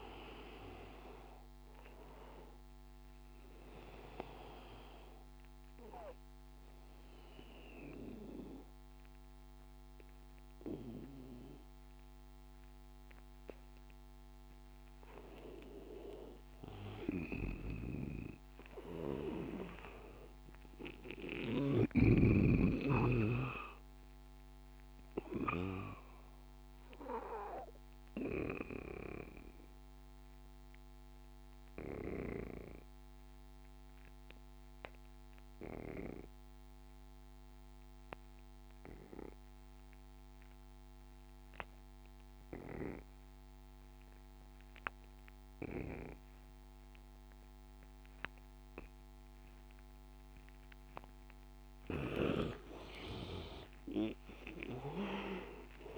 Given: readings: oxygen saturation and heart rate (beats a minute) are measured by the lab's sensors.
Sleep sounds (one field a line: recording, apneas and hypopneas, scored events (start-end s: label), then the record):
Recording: breathing in sleep by a microphone on the trachea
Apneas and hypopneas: 2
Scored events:
0.00-11.50 s: oxygen desaturation (device-marked, oxygen 90% lowest, heart rate 82 extreme)
2.50-14.00 s: obstructive apnea (oxygen 99% before, 85% lowest, heart rate 88 before, 82 extreme, up 7 after)
16.50-20.00 s: arousal
24.50-51.00 s: obstructive apnea (oxygen 99% before, 76% lowest, heart rate 86 before, 81 extreme, up 8 after)
41.50-55.98 s: oxygen desaturation (device-marked, oxygen 98% before, 76% lowest, heart rate 85 before, 79 extreme)
54.00-55.98 s: arousal
From the record:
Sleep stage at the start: N2 (light sleep)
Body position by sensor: on the back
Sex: male